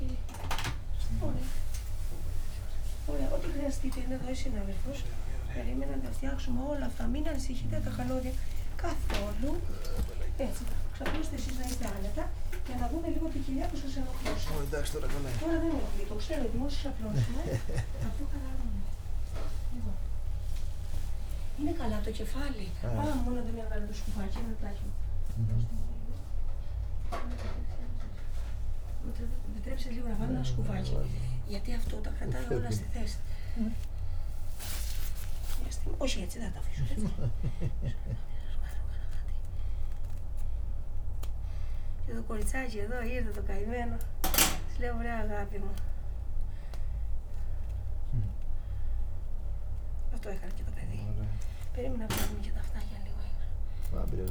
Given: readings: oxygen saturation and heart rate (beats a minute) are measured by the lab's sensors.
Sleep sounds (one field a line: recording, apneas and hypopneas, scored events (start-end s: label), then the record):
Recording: a person awake in a sleep study, by a room microphone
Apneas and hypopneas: none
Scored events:
30.50-35.50 s: snoring (device-marked)
From the record:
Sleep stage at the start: awake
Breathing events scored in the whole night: 91 in 7.6 hours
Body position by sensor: on the right side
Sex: male